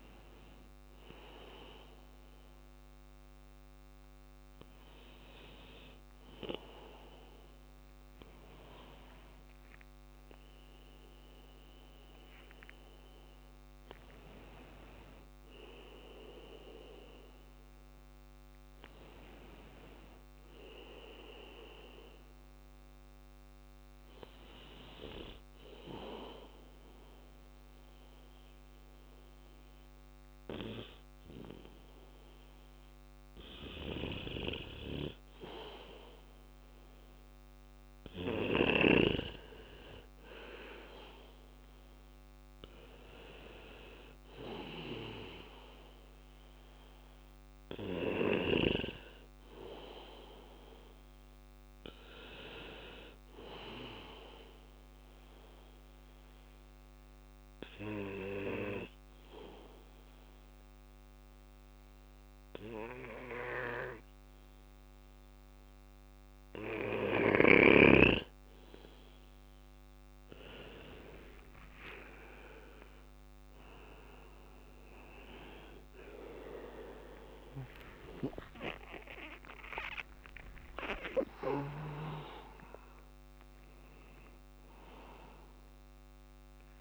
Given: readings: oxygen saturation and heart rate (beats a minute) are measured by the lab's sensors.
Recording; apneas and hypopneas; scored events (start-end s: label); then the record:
a person partly awake in a sleep study, by a microphone on the trachea; 2
12.50-16.50 s: arousal
21.50-28.50 s: bradycardia (device-marked, heart rate 62 before, 58 extreme)
25.00-37.50 s: obstructive apnea (oxygen 98% before, 93% lowest, heart rate 61 before, 59 extreme, up 3 after)
29.50-59.50 s: new sleep stage, N2 (light sleep)
41.00-44.50 s: arousal
55.00-68.50 s: obstructive apnea (oxygen 98% before, 93% lowest, heart rate 62 before, 63 extreme, up 14 after)
59.50-86.81 s: new sleep stage, awake
72.50-86.81 s: oxygen desaturation (device-marked, oxygen 97% before, 93% lowest, heart rate 63 before, 57 extreme)
73.50 s: drop in pulse transit time (device-marked)
75.50-81.50 s: tachycardia (device-marked, heart rate 62 before, 134 extreme)
75.50-86.81 s: drop in pulse transit time (device-marked, heart rate 64 before, 72 extreme)
76.00-78.00 s: long interval between heartbeats (device-marked, heart rate 64 before, 77 extreme)
78.50-80.50 s: long interval between heartbeats (device-marked, heart rate 68 before, 115 extreme)
From the record:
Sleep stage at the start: N1 (lightest sleep); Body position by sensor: on the back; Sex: male